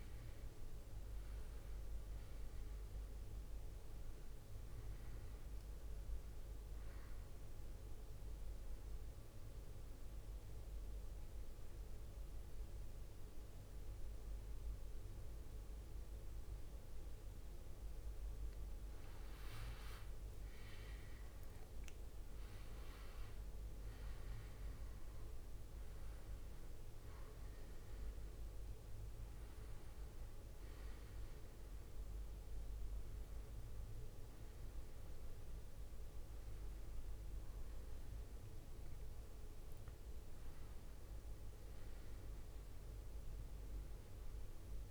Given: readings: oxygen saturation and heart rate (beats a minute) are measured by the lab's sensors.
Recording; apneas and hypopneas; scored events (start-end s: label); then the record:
breathing in sleep, hard to hear, by a room microphone; 1
0.00-1.50 s: arousal
9.00-19.00 s: mixed apnea (oxygen 97% before, 94% lowest, heart rate 70 before, 64 extreme, up 12 after)
21.00-25.50 s: arousal
23.50-33.50 s: drop in pulse transit time (device-marked, heart rate 69 before, 70 extreme)
From the record:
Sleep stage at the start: N2 (light sleep); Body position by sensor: on the back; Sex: male